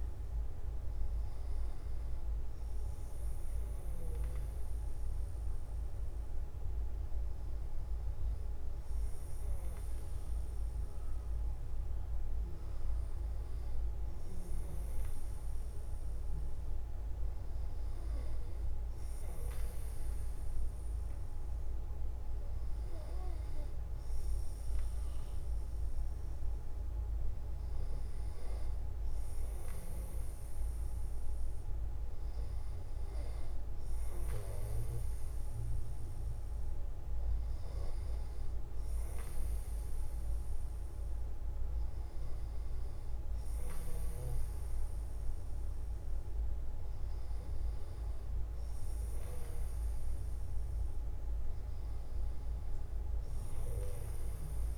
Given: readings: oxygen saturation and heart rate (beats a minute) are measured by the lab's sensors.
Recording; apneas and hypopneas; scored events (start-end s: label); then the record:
breathing in sleep, hard to hear, by a room microphone; none
none scored
From the record:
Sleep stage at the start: N1 (lightest sleep); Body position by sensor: on the back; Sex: male